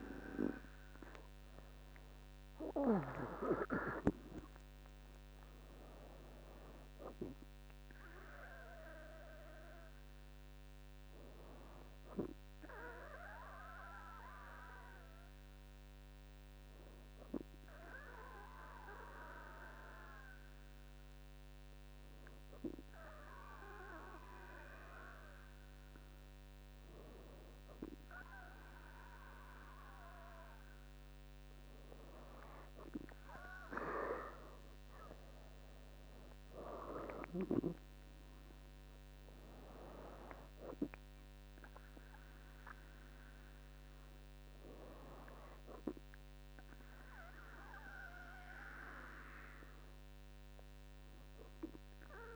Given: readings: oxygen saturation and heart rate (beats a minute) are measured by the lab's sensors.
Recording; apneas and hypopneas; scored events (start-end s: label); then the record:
breathing in sleep by a microphone on the trachea; 1
2.00-5.00 s: arousal
13.50-28.50 s: hypopnea (oxygen 98% before, 97% lowest, heart rate 69 before, 61 extreme, up 15 after)
34.00-37.50 s: arousal
From the record:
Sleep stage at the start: N2 (light sleep); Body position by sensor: on the back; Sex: female